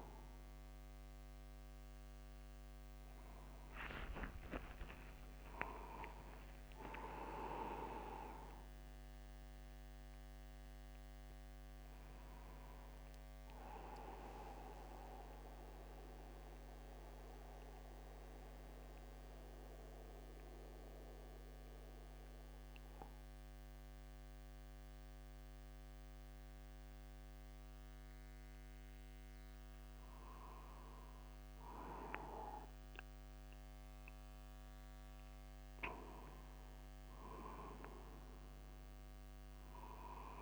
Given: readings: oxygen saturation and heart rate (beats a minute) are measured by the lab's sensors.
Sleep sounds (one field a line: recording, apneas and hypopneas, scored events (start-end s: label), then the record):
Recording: breathing in sleep by a microphone on the trachea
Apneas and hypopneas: 1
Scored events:
4.50-6.50 s: long interval between heartbeats (device-marked, heart rate 103 before, 82 extreme)
7.00-9.00 s: long interval between heartbeats (device-marked, heart rate 99 before, 85 extreme)
15.50-29.50 s: central apnea (oxygen 98% before, 94% lowest, heart rate 82 before, 49 extreme, up 0 after)
25.50-40.42 s: new sleep stage, N2 (light sleep)
32.50-36.00 s: arousal
From the record:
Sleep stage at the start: N1 (lightest sleep)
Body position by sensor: upright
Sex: male